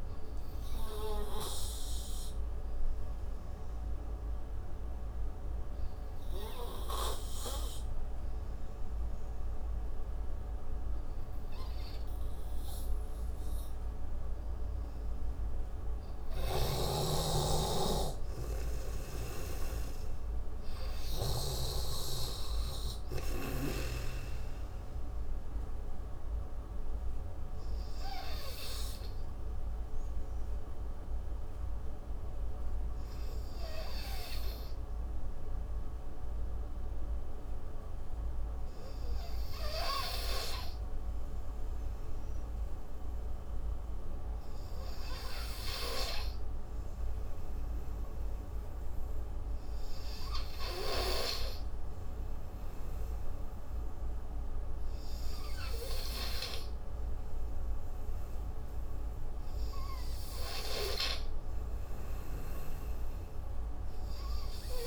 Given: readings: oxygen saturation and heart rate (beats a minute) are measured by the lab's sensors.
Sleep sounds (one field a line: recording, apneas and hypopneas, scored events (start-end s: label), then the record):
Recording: breathing in sleep by a room microphone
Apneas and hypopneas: 2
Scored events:
3.00-17.00 s: obstructive apnea (oxygen 95% before, 88% lowest)
20.50-23.50 s: arousal
25.50-32.50 s: oxygen desaturation (device-marked, oxygen 95% before, 91% lowest)
29.50-42.00 s: hypopnea (oxygen 95% before, 88% lowest)
39.50-49.50 s: oxygen desaturation (device-marked, oxygen 93% before, 88% lowest)
49.50-54.50 s: arousal
From the record:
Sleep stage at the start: N3 (deep sleep)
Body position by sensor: on the right side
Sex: male